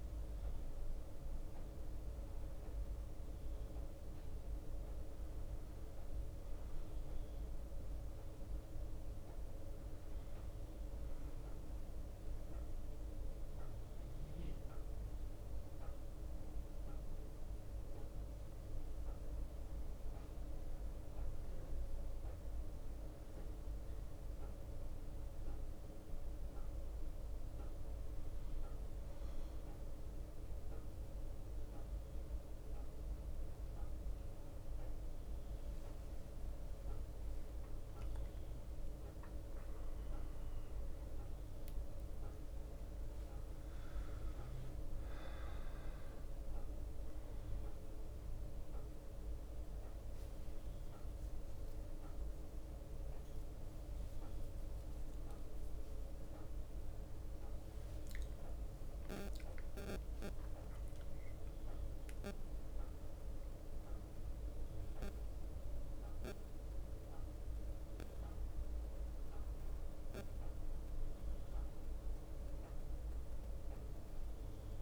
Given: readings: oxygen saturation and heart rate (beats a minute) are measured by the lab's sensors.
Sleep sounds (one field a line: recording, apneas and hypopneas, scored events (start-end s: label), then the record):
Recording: breathing in sleep, hard to hear, by a room microphone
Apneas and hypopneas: 1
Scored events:
26.00-37.50 s: obstructive apnea (oxygen 93% before, 91% lowest)
39.50-45.50 s: arousal
53.50-74.81 s: new sleep stage, N1 (lightest sleep)
From the record:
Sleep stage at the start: N2 (light sleep)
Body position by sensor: on the back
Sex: male